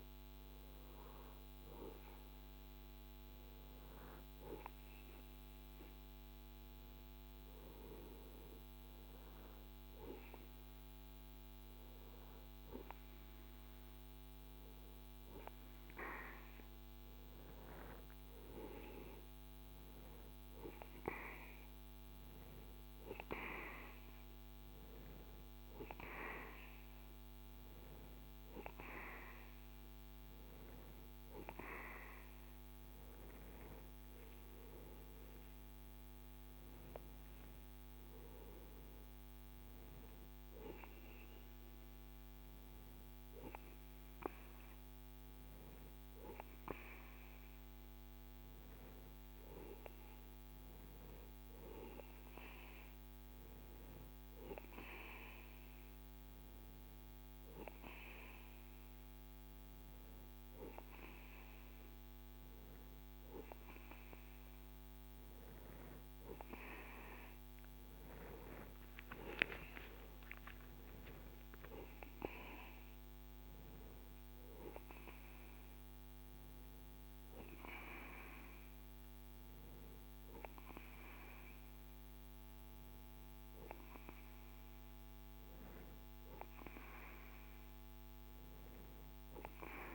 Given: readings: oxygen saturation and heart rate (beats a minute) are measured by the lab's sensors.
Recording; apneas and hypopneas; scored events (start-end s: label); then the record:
breathing in sleep by a microphone on the trachea; none
none scored
From the record:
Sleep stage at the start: N2 (light sleep); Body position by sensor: on the right side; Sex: male